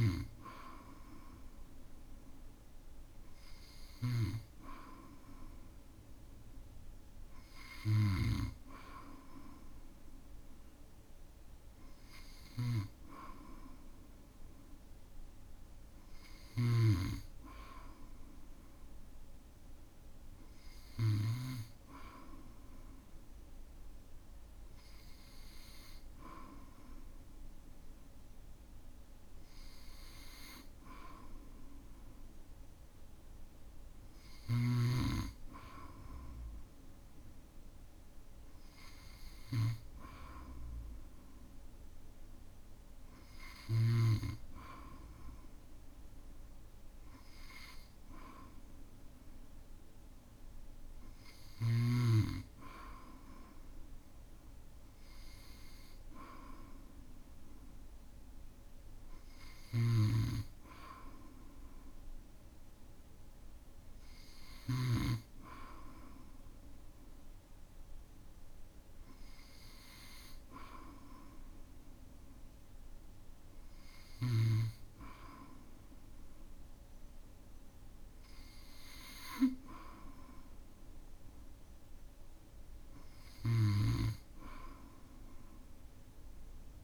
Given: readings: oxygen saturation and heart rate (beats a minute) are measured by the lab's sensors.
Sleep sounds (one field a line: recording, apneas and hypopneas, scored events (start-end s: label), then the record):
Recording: breathing in sleep by a room microphone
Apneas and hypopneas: none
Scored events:
0.00-21.50 s: snoring (device-marked)
59.50-65.00 s: snoring (device-marked)
83.50-86.83 s: snoring (device-marked)
From the record:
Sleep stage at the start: N2 (light sleep)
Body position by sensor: on the back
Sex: male